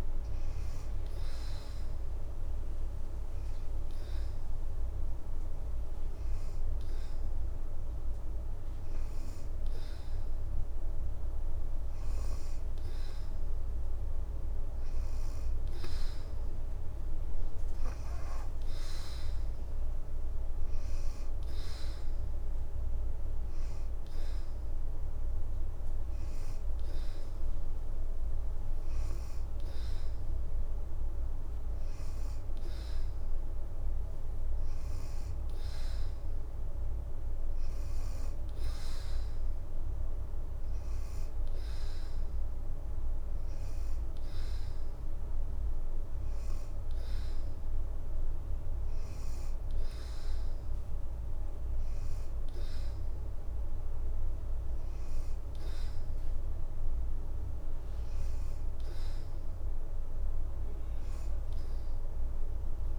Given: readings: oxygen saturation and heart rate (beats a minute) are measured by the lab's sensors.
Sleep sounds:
breathing in sleep, hard to hear, by a room microphone; none
1.00-14.00 s: oxygen desaturation (device-marked, oxygen 89% before, 86% lowest, heart rate 83 before, 79 extreme)
16.00-35.00 s: oxygen desaturation (device-marked, oxygen 90% before, 84% lowest, heart rate 83 before, 79 extreme)
27.00-62.99 s: new sleep stage, N3 (deep sleep)
28.50-35.00 s: leg movement (device-marked)
From the record:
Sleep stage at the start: N2 (light sleep); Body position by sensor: on the back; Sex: female

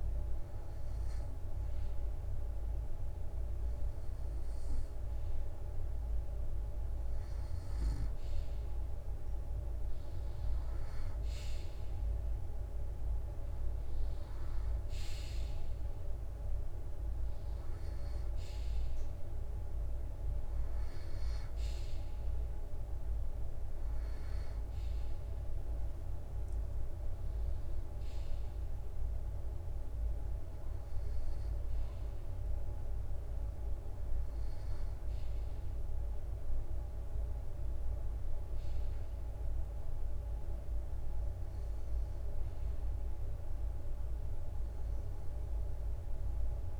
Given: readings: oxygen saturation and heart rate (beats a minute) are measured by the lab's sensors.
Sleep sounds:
breathing in sleep, hard to hear, by a room microphone; none
10.00-20.00 s: drop in pulse transit time (device-marked, heart rate 68 before, 68 extreme)
42.50-46.50 s: arousal
From the record:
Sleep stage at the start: N2 (light sleep); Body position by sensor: on the right side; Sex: male

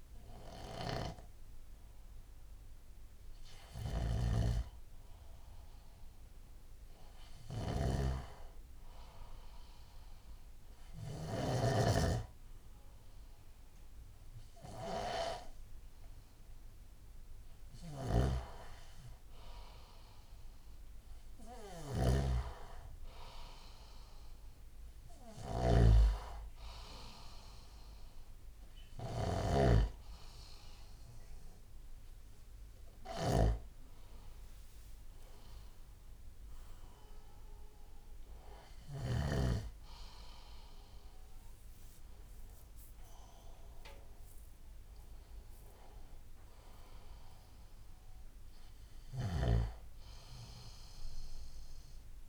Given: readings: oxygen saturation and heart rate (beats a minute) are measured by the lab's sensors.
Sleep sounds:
breathing in sleep by a room microphone; none
0.00-8.50 s: oxygen desaturation (device-marked, oxygen 89% lowest, heart rate 70 extreme)
4.00-11.50 s: snoring (device-marked)
18.00-39.50 s: snoring (device-marked)
41.00-45.00 s: arousal
From the record:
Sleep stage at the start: N2 (light sleep); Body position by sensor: on the left side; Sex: male

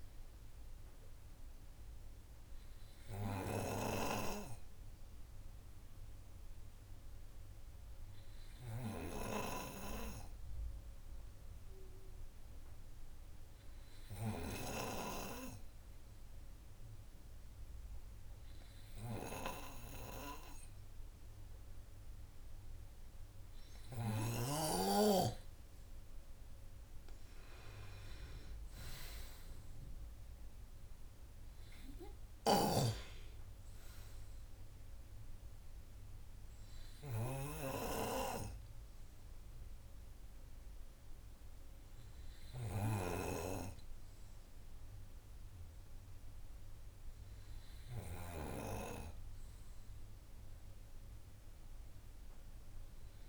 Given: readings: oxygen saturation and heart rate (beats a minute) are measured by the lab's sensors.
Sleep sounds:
breathing in sleep by a room microphone; 1
6.50-26.00 s: hypopnea (oxygen 97% before, 95% lowest, heart rate 55 before, 48 extreme, up 10 after)
27.50-30.50 s: arousal
From the record:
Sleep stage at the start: N2 (light sleep); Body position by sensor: on the right side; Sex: male

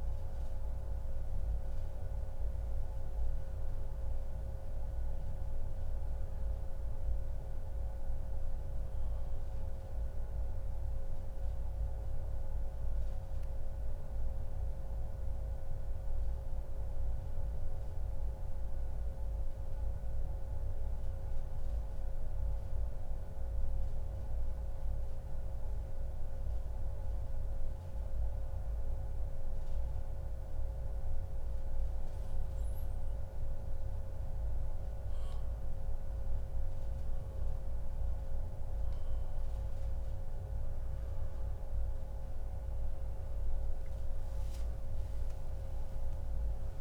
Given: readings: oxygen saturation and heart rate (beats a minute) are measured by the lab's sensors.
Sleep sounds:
breathing in sleep, hard to hear, by a room microphone; 1
0.00-18.50 s: oxygen desaturation (device-marked, oxygen 94% lowest, heart rate 140 extreme)
11.00-34.50 s: central apnea (oxygen 98% before, 91% lowest, heart rate 142 before, 140 extreme, up 1 after)
39.50-44.00 s: arousal
39.50-46.81 s: oxygen desaturation (device-marked, oxygen 97% before, 91% lowest, heart rate 143 before, 113 extreme)
From the record:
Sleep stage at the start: N2 (light sleep); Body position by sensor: on the back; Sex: male

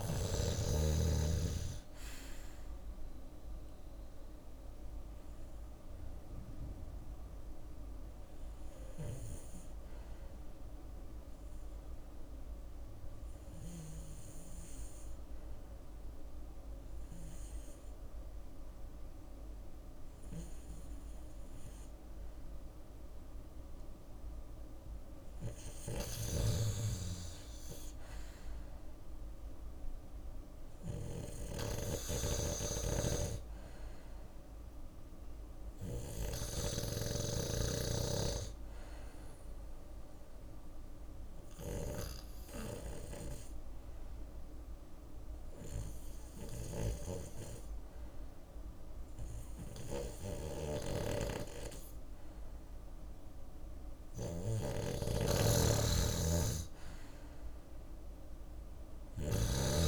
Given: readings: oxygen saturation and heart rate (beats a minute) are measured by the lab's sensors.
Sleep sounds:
breathing in sleep by a room microphone; 2
0.00-1.50 s: arousal
1.50-14.50 s: drop in pulse transit time (device-marked, heart rate 66 before, 60 extreme)
9.50-23.00 s: obstructive apnea (oxygen 97% before, 92% lowest, heart rate 65 before, 62 extreme, up 4 after)
25.00-37.50 s: snoring (device-marked)
26.00-28.50 s: arousal
34.00-53.50 s: obstructive apnea (oxygen 97% before, 92% lowest, heart rate 65 before, 65 extreme, up 5 after)
35.50-47.50 s: oxygen desaturation (device-marked, oxygen 97% before, 93% lowest, heart rate 65 before, 65 extreme)
53.50-59.88 s: snoring (device-marked)
59.50-59.88 s: new sleep stage, awake
From the record:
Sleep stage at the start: N2 (light sleep); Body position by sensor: on the left side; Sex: male

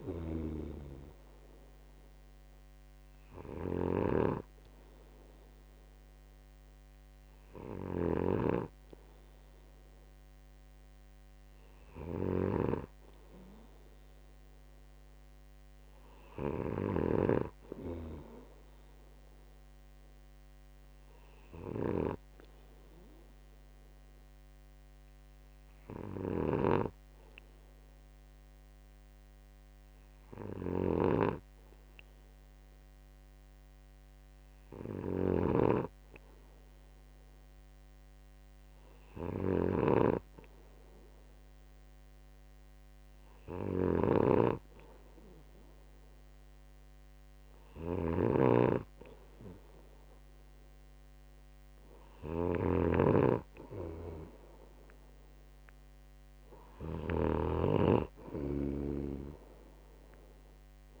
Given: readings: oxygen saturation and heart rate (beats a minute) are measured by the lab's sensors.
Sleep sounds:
breathing in sleep by a microphone on the trachea; 1
0.00-61.00 s: snoring (device-marked)
21.50-35.00 s: hypopnea (oxygen 95% before, 92% lowest, heart rate 64 before, 62 extreme, up 0 after)
37.50-40.00 s: arousal
From the record:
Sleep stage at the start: N2 (light sleep); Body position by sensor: on the right side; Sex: male

